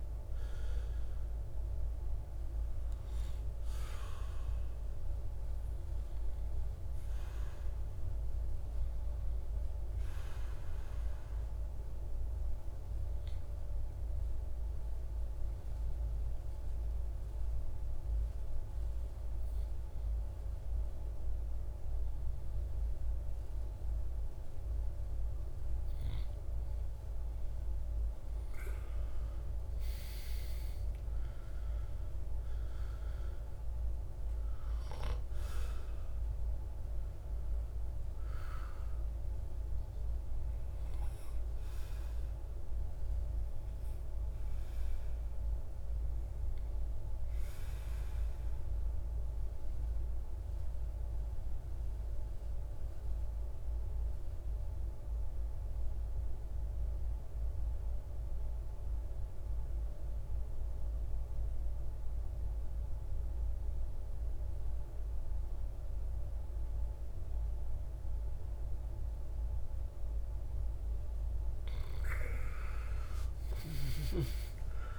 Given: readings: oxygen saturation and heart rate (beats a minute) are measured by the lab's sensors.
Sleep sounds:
breathing in sleep, hard to hear, by a room microphone; 2
0.00-7.00 s: oxygen desaturation (device-marked, oxygen 86% lowest, heart rate 58 extreme)
9.00-12.00 s: arousal
14.50-25.00 s: obstructive apnea (oxygen 99% before, 90% lowest, heart rate 77 before, 57 extreme, up 10 after)
27.00-30.50 s: arousal
30.00-51.00 s: oxygen desaturation (device-marked, oxygen 99% before, 94% lowest, heart rate 60 before, 57 extreme)
46.00-70.50 s: obstructive apnea (oxygen 99% before, 88% lowest, heart rate 64 before, 57 extreme, up 19 after)
69.00-74.99 s: oxygen desaturation (device-marked, oxygen 98% before, 88% lowest, heart rate 60 before, 57 extreme)
72.00-74.99 s: arousal
From the record:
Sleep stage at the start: N2 (light sleep); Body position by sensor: on the right side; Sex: male

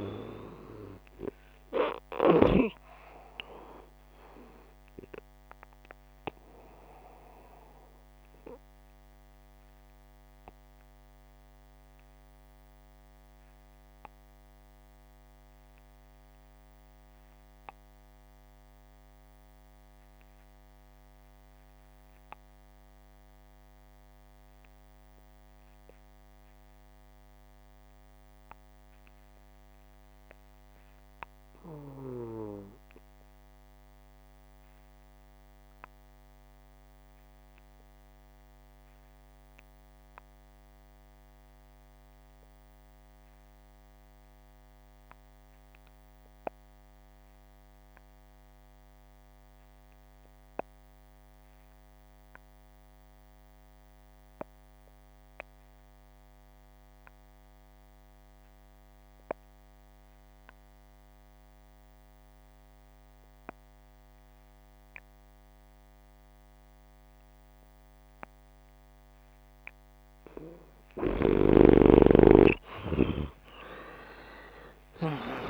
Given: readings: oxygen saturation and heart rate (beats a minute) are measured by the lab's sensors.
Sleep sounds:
breathing in sleep by a microphone on the trachea; 1
5.00-69.50 s: obstructive apnea (oxygen 97% before, 73% lowest, heart rate 70 before, 60 extreme, up 24 after)
11.00-75.50 s: new sleep stage, REM sleep
14.00-25.00 s: oxygen desaturation (device-marked, oxygen 93% before, 84% lowest, heart rate 68 before, 60 extreme)
35.00-75.50 s: oxygen desaturation (device-marked, oxygen 95% before, 78% lowest, heart rate 66 before, 60 extreme)
71.00-75.50 s: snoring (device-marked)
71.50-75.50 s: arousal
From the record:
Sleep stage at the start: N2 (light sleep); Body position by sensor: upright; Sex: male

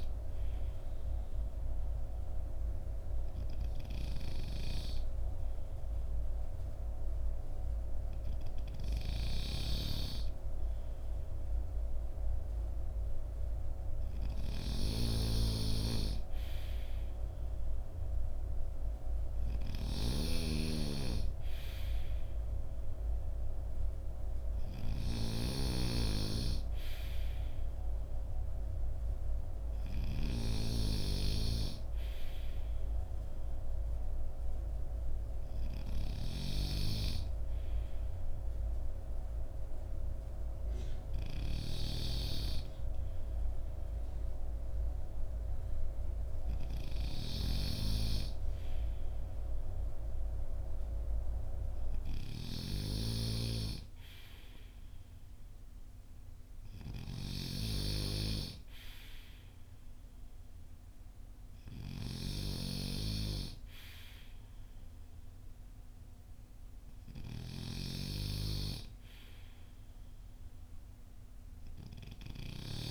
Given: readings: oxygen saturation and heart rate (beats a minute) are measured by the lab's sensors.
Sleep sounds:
breathing in sleep by a room microphone; none
9.00-72.91 s: snoring (device-marked)
From the record:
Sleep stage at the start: N2 (light sleep); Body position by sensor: on the front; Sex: male

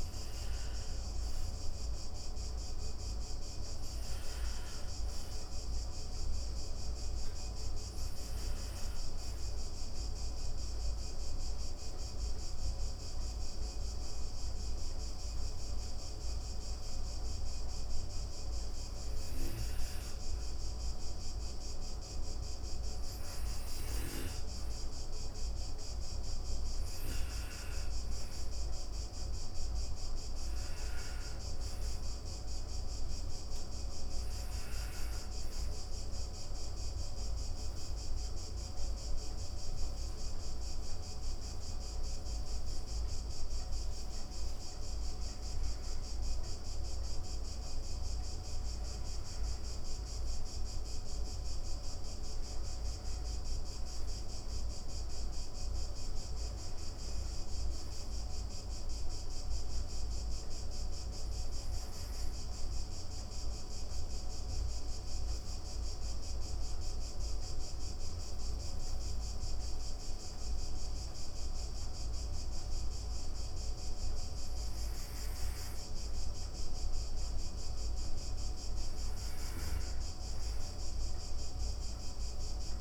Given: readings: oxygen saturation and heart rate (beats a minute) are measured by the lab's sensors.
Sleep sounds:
a person partly awake in a sleep study, hard to hear, by a room microphone; 2
2.00-62.00 s: new sleep stage, N1 (lightest sleep)
34.50-45.00 s: obstructive apnea (oxygen 97% before, 93% lowest, heart rate 58 before, 76 extreme, up 27 after)
46.50-50.50 s: arousal
62.00-82.81 s: new sleep stage, N2 (light sleep)
62.50-74.00 s: obstructive apnea (oxygen 98% before, 86% lowest, heart rate 109 before, 46 extreme, up 34 after)
75.50-80.00 s: arousal
81.00-82.81 s: oxygen desaturation (device-marked, oxygen 97% before, 93% lowest, heart rate 115 before, 46 extreme)
From the record:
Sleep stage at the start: awake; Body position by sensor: on the back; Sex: female

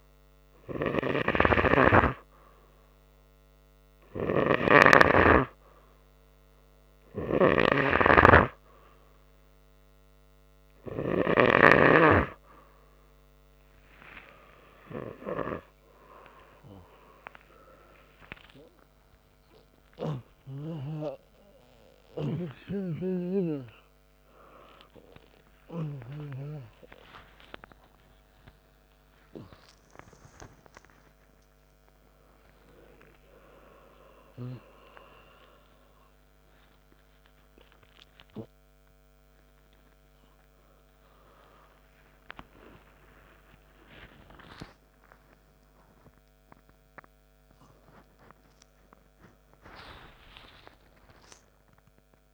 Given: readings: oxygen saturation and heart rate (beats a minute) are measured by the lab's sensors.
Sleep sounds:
a person awake in a sleep study, by a microphone on the trachea; none
12.50-42.50 s: new sleep stage, awake
22.50-32.50 s: oxygen desaturation (device-marked, oxygen 98% before, 95% lowest, heart rate 84 before, 83 extreme)
42.50-52.34 s: new sleep stage, N1 (lightest sleep)
From the record:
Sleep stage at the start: N3 (deep sleep); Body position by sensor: on the right side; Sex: male

